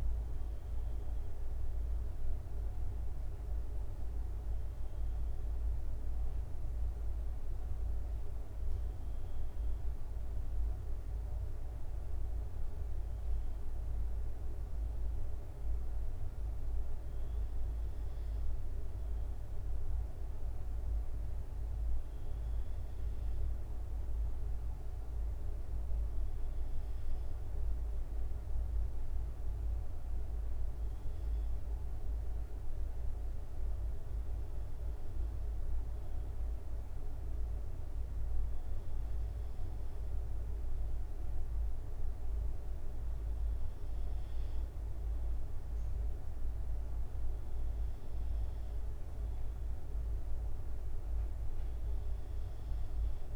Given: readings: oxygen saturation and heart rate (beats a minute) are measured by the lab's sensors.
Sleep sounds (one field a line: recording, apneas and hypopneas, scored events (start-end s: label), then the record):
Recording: breathing in sleep, hard to hear, by a room microphone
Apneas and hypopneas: none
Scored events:
none scored
From the record:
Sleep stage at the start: N2 (light sleep)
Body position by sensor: on the right side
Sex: male